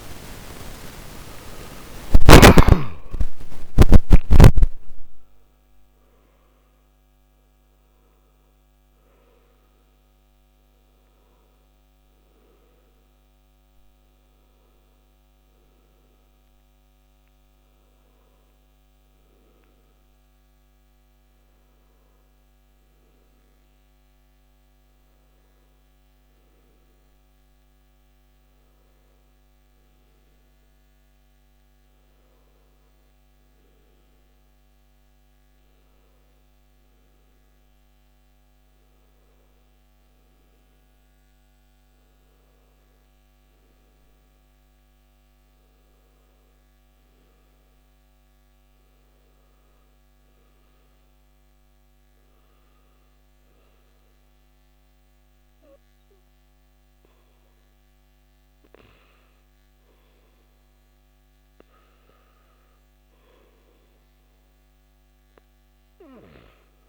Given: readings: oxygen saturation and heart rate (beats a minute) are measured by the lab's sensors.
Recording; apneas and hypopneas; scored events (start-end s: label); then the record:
breathing in sleep by a microphone on the trachea; 1
0.00-5.00 s: arousal
14.00-44.00 s: new sleep stage, N1 (lightest sleep)
17.50-61.00 s: obstructive apnea (oxygen 97% before, 89% lowest, heart rate 73 before, 57 extreme, up 2 after)
27.00-39.00 s: oxygen desaturation (device-marked, oxygen 96% before, 89% lowest, heart rate 71 before, 57 extreme)
44.00-66.89 s: new sleep stage, N2 (light sleep)
62.00-66.89 s: oxygen desaturation (device-marked, oxygen 99% before, 92% lowest, heart rate 62 before, 56 extreme)
65.00-66.89 s: arousal
From the record:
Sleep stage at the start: N2 (light sleep); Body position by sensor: on the back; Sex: male